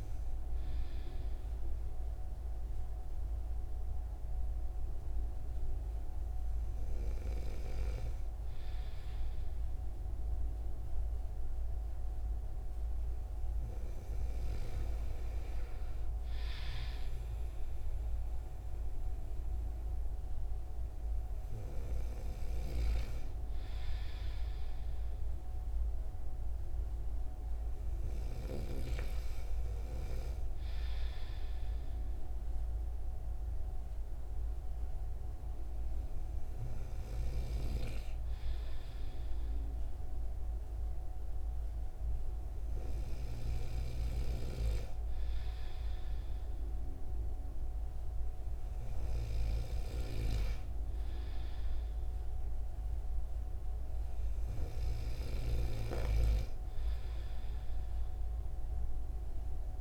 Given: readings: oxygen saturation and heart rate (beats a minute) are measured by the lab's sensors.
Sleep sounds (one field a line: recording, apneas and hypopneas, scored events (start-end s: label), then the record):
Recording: breathing in sleep by a room microphone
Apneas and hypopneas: none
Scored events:
none scored
From the record:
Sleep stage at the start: N2 (light sleep)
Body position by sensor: on the right side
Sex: male